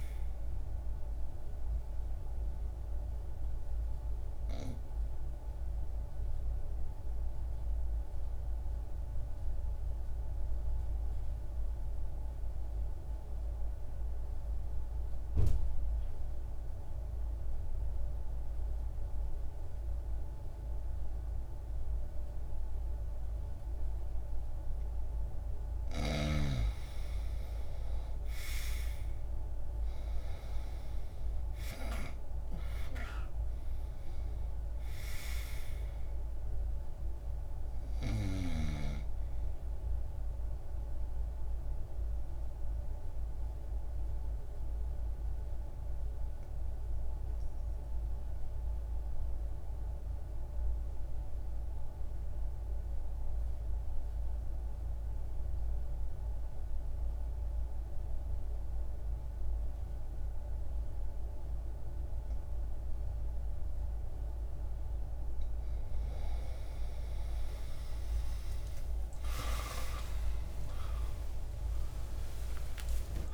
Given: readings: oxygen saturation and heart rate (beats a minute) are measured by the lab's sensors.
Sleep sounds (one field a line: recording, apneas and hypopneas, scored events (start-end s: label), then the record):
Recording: breathing in sleep by a room microphone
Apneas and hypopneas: 2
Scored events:
0.00-18.00 s: oxygen desaturation (device-marked, oxygen 83% lowest, heart rate 60 extreme)
1.50-25.50 s: obstructive apnea (oxygen 98% before, 81% lowest, heart rate 63 before, 60 extreme, up 1 after)
27.50-31.50 s: arousal
28.00-55.00 s: oxygen desaturation (device-marked, oxygen 98% before, 81% lowest, heart rate 62 before, 60 extreme)
41.00-64.50 s: obstructive apnea (oxygen 98% before, 81% lowest, heart rate 62 before, 60 extreme, up 25 after)
62.00-73.34 s: oxygen desaturation (device-marked, oxygen 98% before, 84% lowest, heart rate 61 before, 61 extreme)
65.00-73.34 s: new sleep stage, awake
From the record:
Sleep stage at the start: N2 (light sleep)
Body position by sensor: on the right side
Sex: male